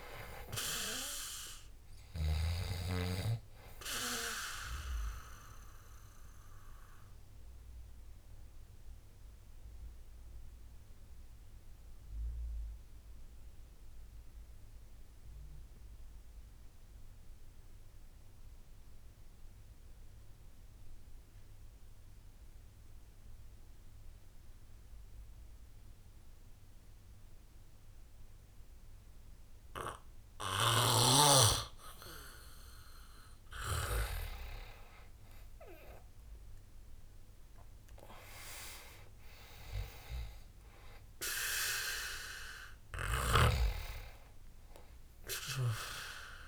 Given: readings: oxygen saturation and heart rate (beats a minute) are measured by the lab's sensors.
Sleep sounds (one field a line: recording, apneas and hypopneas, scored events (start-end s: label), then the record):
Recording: breathing in sleep by a room microphone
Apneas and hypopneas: 1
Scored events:
0.00-5.00 s: oxygen desaturation (device-marked, oxygen 90% lowest, heart rate 64 extreme)
5.00-33.50 s: obstructive apnea (oxygen 98% before, 85% lowest, heart rate 78 before, 64 extreme, up 14 after)
12.00-23.00 s: oxygen desaturation (device-marked, oxygen 92% before, 85% lowest, heart rate 78 before, 66 extreme)
36.00-39.50 s: arousal
39.00-46.48 s: oxygen desaturation (device-marked, oxygen 98% before, 92% lowest, heart rate 71 before, 73 extreme)
From the record:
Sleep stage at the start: N2 (light sleep)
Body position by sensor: on the back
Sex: male